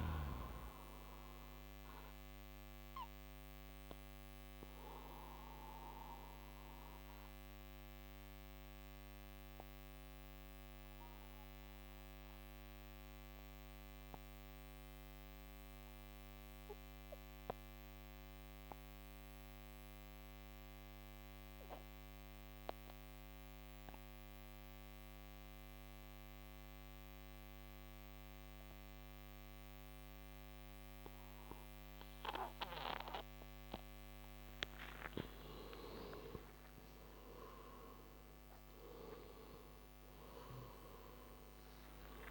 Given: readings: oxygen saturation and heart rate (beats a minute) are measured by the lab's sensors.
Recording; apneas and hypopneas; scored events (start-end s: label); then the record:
breathing in sleep by a microphone on the trachea; 1
0.00-19.50 s: oxygen desaturation (device-marked, oxygen 88% lowest, heart rate 58 extreme)
1.00-34.50 s: obstructive apnea (oxygen 98% before, 88% lowest, heart rate 72 before, 58 extreme, up 47 after)
38.50-42.31 s: oxygen desaturation (device-marked, oxygen 96% before, 91% lowest, heart rate 69 before, 60 extreme)
From the record:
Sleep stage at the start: N2 (light sleep); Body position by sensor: on the right side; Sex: male